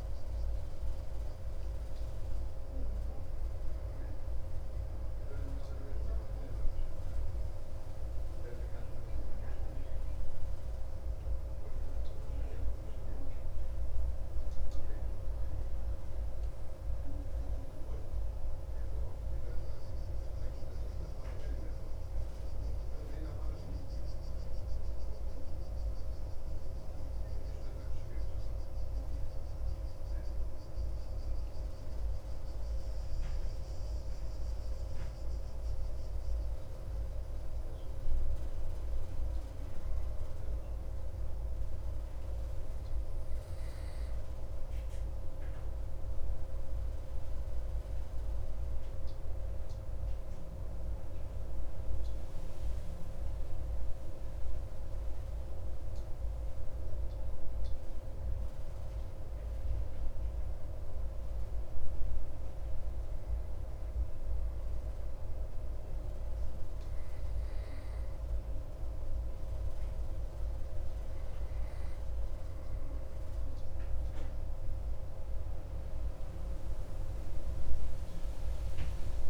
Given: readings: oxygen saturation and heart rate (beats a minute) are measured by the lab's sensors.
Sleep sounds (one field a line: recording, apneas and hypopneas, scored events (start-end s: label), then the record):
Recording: breathing in sleep, hard to hear, by a room microphone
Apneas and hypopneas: none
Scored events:
none scored
From the record:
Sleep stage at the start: N2 (light sleep)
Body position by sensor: on the back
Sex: male